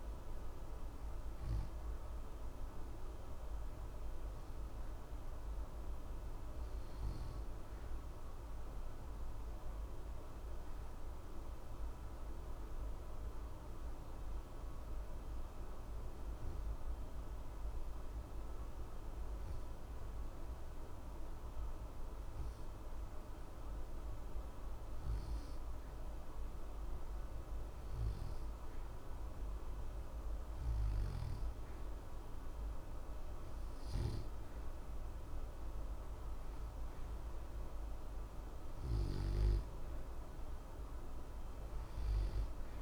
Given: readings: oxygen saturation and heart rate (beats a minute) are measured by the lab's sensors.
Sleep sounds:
breathing in sleep, hard to hear, by a room microphone; 1
0.00-18.00 s: oxygen desaturation (device-marked, oxygen 89% lowest, heart rate 60 extreme)
6.00-29.50 s: obstructive apnea (oxygen 95% before, 89% lowest, heart rate 60 before, 60 extreme, up 0 after)
33.00-36.50 s: arousal
From the record:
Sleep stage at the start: N2 (light sleep); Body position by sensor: on the back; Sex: male

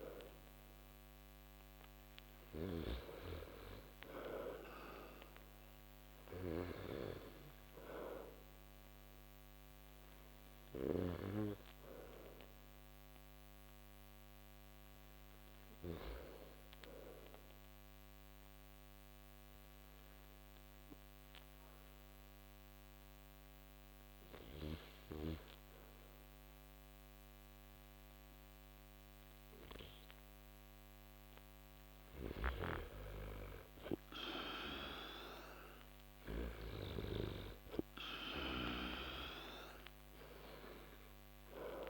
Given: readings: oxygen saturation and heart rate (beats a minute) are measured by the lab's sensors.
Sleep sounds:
breathing in sleep by a microphone on the trachea; 1
0.00-2.50 s: arousal
8.00-26.00 s: oxygen desaturation (device-marked, oxygen 98% before, 90% lowest)
18.50-31.00 s: obstructive apnea (oxygen 98% before, 89% lowest)
33.00-37.50 s: arousal
From the record:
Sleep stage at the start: N2 (light sleep); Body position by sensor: on the back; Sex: male

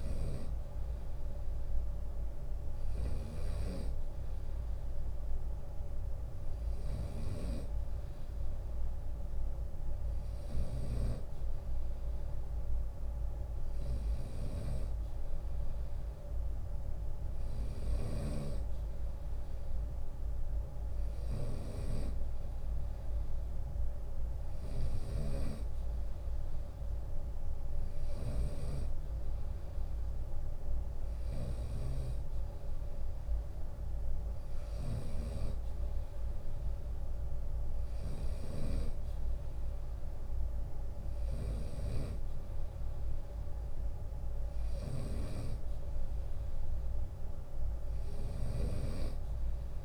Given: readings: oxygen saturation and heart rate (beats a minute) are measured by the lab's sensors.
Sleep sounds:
breathing in sleep by a room microphone; none
0.00-24.00 s: snoring (device-marked)
25.00-27.00 s: long interval between heartbeats (device-marked, heart rate 72 before, 77 extreme)
25.00-39.00 s: drop in pulse transit time (device-marked, heart rate 72 before, 75 extreme)
30.50-49.85 s: snoring (device-marked)
From the record:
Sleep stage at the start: N2 (light sleep); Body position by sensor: on the right side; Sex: male

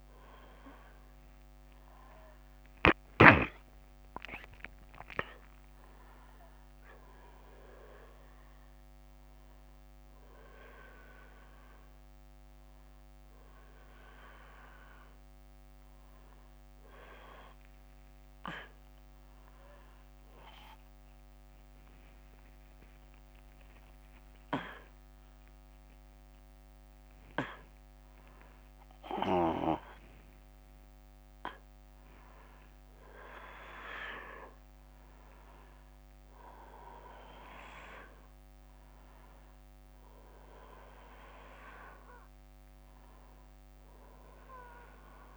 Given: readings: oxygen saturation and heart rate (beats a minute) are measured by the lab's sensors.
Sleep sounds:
breathing in sleep by a microphone on the trachea; none
22.00-26.00 s: arousal
From the record:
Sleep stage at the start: N1 (lightest sleep); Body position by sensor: on the back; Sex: male

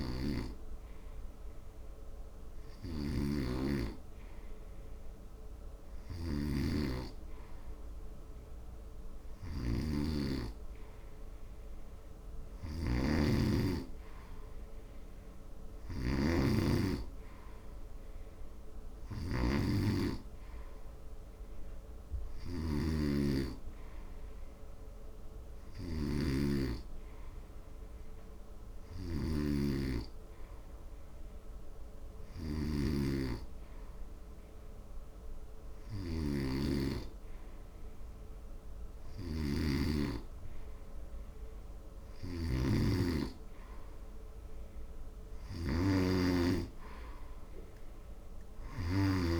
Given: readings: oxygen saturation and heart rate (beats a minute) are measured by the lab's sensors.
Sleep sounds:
breathing in sleep by a room microphone; none
none scored
From the record:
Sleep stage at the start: N2 (light sleep); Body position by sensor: on the front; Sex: male

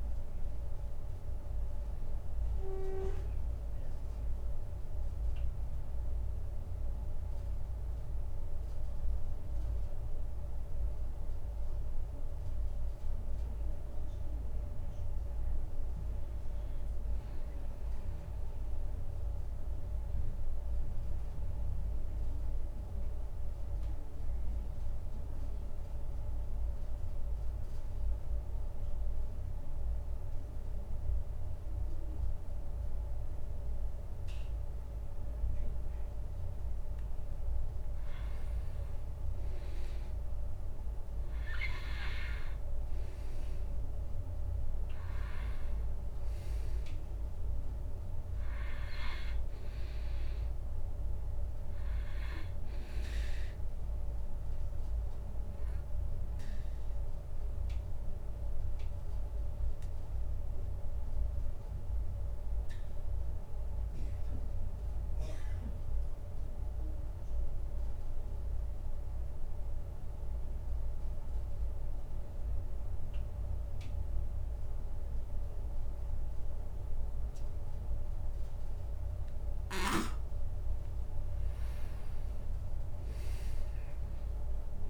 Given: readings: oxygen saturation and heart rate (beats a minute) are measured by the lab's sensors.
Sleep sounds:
breathing in sleep, hard to hear, by a room microphone; 2
0.00-17.00 s: oxygen desaturation (device-marked, oxygen 91% lowest)
18.00-36.00 s: obstructive apnea (oxygen 98% before, 94% lowest)
37.50-42.00 s: arousal
44.00-68.00 s: oxygen desaturation (device-marked, oxygen 99% before, 94% lowest)
55.00-80.50 s: obstructive apnea (oxygen 99% before, 91% lowest)
83.00-84.90 s: arousal
83.00-84.90 s: oxygen desaturation (device-marked, oxygen 99% before, 91% lowest)
From the record:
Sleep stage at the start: N2 (light sleep); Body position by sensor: on the back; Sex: male

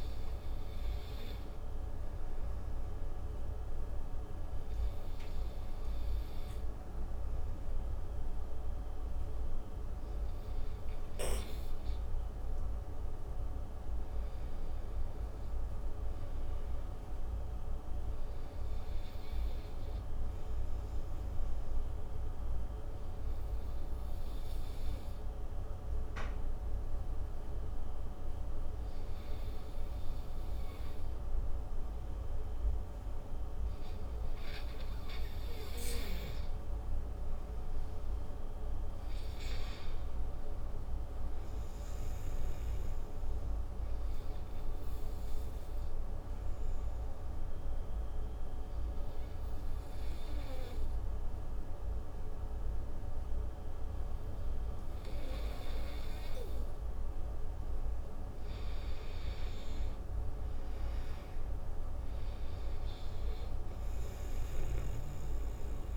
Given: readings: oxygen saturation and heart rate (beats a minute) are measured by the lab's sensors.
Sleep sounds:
breathing in sleep, hard to hear, by a room microphone; 3
3.50-13.50 s: obstructive apnea (oxygen 97% before, 88% lowest, heart rate 56 before, 54 extreme, up 10 after)
5.00-17.00 s: oxygen desaturation (device-marked, oxygen 95% before, 89% lowest, heart rate 56 before, 54 extreme)
15.00-18.00 s: arousal
21.00-35.50 s: obstructive apnea (oxygen 97% before, 88% lowest, heart rate 68 before, 41 extreme, up 33 after)
37.00-40.50 s: arousal
43.00-58.00 s: oxygen desaturation (device-marked, oxygen 96% before, 92% lowest, heart rate 64 before, 39 extreme)
44.50-57.00 s: obstructive apnea (oxygen 97% before, 87% lowest, heart rate 65 before, 39 extreme, up 32 after)
59.50-62.50 s: arousal
63.00-65.96 s: oxygen desaturation (device-marked, oxygen 96% before, 88% lowest, heart rate 56 before, 57 extreme)
From the record:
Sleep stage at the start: N2 (light sleep); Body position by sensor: on the right side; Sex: male

